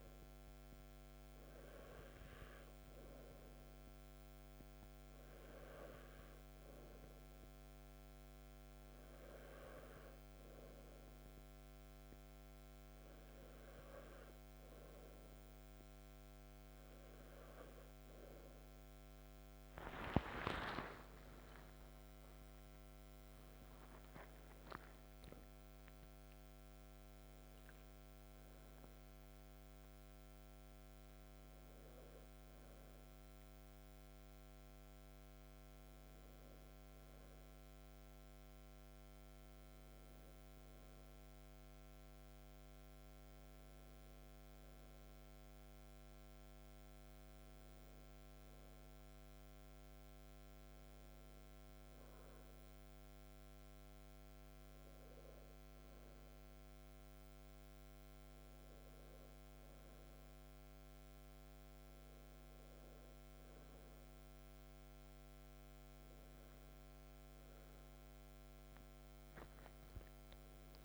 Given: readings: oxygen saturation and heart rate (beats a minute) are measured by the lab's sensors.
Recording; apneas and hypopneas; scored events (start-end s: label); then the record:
breathing in sleep, hard to hear, by a microphone on the trachea; 1
3.00-17.00 s: hypopnea (oxygen 96% before, 94% lowest, heart rate 59 before, 47 extreme, up 16 after)
19.50-24.50 s: arousal
From the record:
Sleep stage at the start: N2 (light sleep); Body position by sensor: on the back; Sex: male